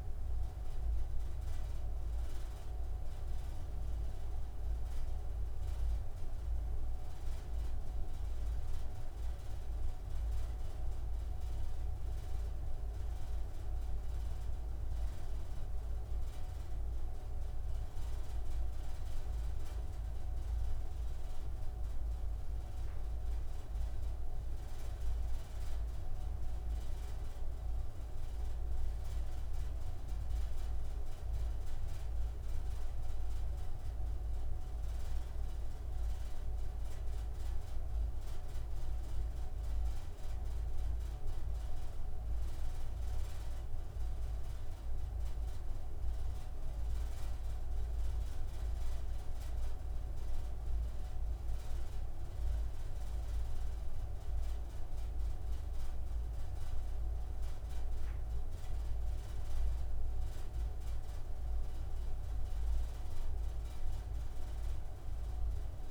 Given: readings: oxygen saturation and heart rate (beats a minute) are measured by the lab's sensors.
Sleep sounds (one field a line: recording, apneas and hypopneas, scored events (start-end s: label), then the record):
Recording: breathing in sleep, hard to hear, by a room microphone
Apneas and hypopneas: none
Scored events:
none scored
From the record:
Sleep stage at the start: N3 (deep sleep)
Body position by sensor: on the right side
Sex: male